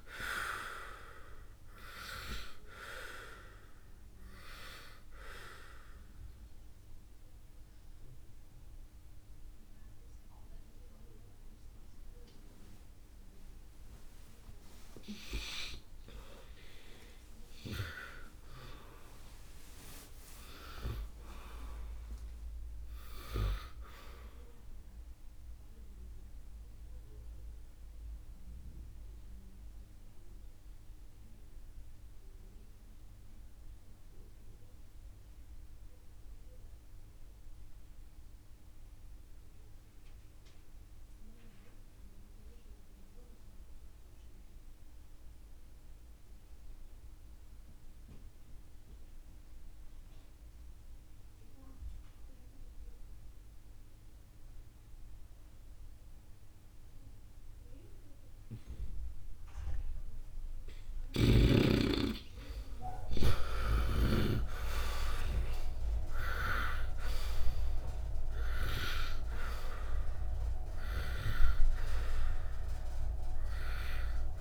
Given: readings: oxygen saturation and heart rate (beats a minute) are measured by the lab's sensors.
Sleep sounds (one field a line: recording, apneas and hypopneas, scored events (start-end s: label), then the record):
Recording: breathing in sleep by a room microphone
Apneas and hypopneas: 2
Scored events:
4.50-14.50 s: obstructive apnea (oxygen 89% before, 67% lowest, heart rate 54 before, 69 extreme, up 8 after)
5.50-30.50 s: oxygen desaturation (device-marked, oxygen 85% before, 67% lowest, heart rate 55 before, 53 extreme)
17.00-20.00 s: arousal
27.00-59.00 s: obstructive apnea (oxygen 85% before, 72% lowest, heart rate 74 before, 50 extreme, up 9 after)
50.50-74.41 s: oxygen desaturation (device-marked, oxygen 97% before, 74% lowest, heart rate 66 before, 50 extreme)
61.50-65.50 s: arousal
From the record:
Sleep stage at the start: N2 (light sleep)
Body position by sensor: on the right side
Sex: male